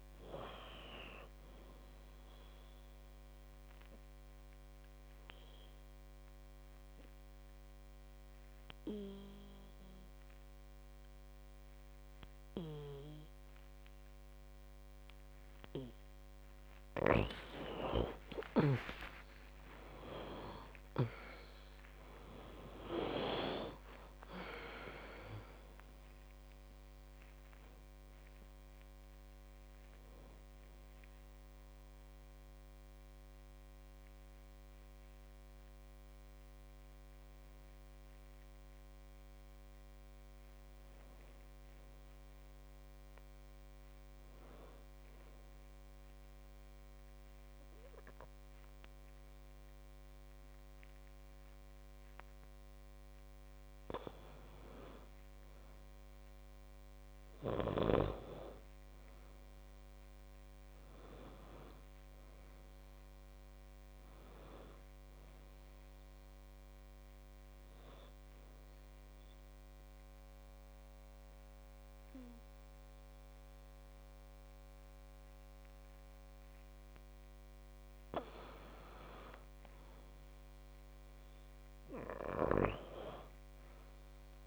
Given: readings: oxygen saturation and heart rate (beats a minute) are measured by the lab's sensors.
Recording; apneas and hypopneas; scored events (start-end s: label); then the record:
breathing in sleep by a microphone on the trachea; 2
4.00-17.00 s: obstructive apnea (oxygen 97% before, 90% lowest, heart rate 60 before, 55 extreme, up 43 after)
16.50-46.50 s: new sleep stage, N1 (lightest sleep)
18.50-23.50 s: arousal
25.50-49.50 s: oxygen desaturation (device-marked, oxygen 96% before, 90% lowest, heart rate 67 before, 55 extreme)
46.50-84.47 s: new sleep stage, N2 (light sleep)
52.50-56.50 s: arousal
69.00-79.00 s: obstructive apnea (oxygen 98% before, 90% lowest, heart rate 61 before, 53 extreme, up 8 after)
From the record:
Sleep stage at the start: N2 (light sleep); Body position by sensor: on the back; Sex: female